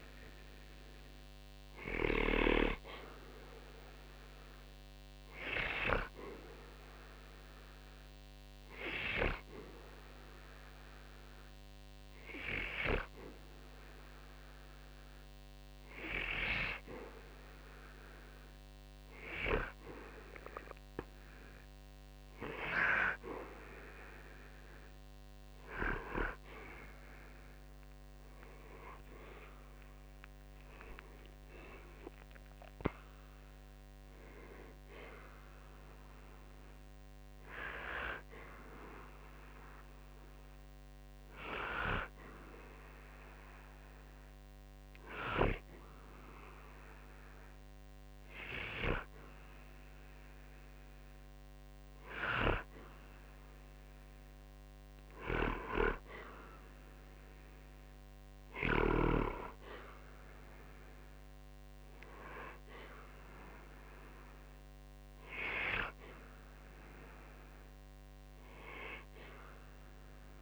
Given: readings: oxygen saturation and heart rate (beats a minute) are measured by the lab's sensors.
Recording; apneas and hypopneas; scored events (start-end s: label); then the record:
breathing in sleep by a microphone on the trachea; 1
10.00-21.00 s: hypopnea (oxygen 94% before, 92% lowest, heart rate 68 before, 60 extreme, up 20 after)
27.50-31.00 s: arousal
From the record:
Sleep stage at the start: N2 (light sleep); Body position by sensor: on the back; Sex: male